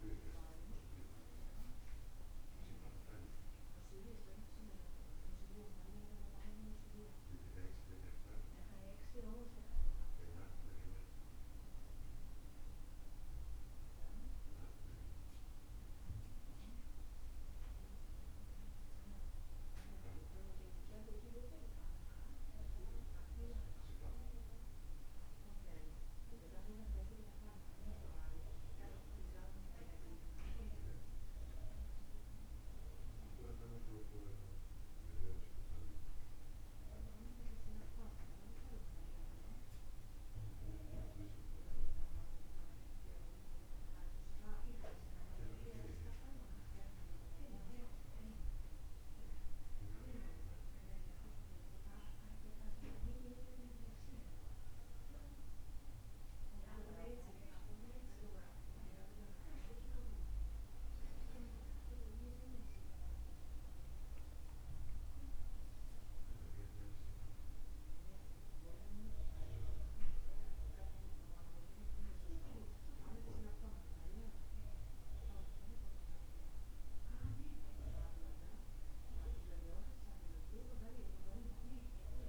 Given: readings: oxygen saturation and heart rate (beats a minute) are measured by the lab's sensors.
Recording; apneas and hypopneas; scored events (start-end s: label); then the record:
breathing in sleep by a room microphone; none
none scored
From the record:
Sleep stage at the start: N2 (light sleep); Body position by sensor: on the back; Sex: male